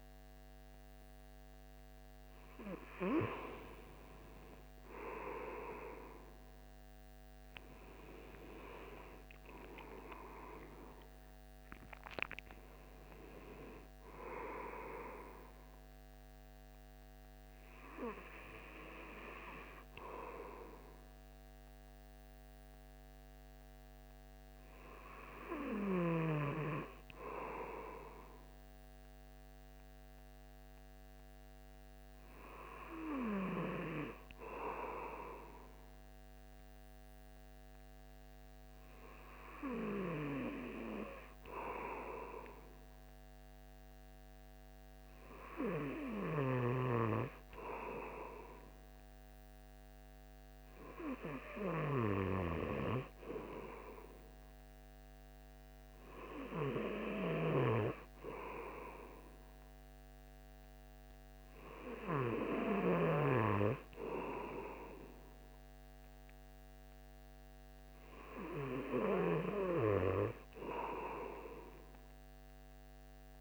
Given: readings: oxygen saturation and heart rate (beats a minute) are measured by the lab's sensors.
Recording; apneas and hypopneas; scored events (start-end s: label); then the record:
breathing in sleep by a microphone on the trachea; none
9.50-14.00 s: arousal
From the record:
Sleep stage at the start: N2 (light sleep); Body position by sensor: on the right side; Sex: male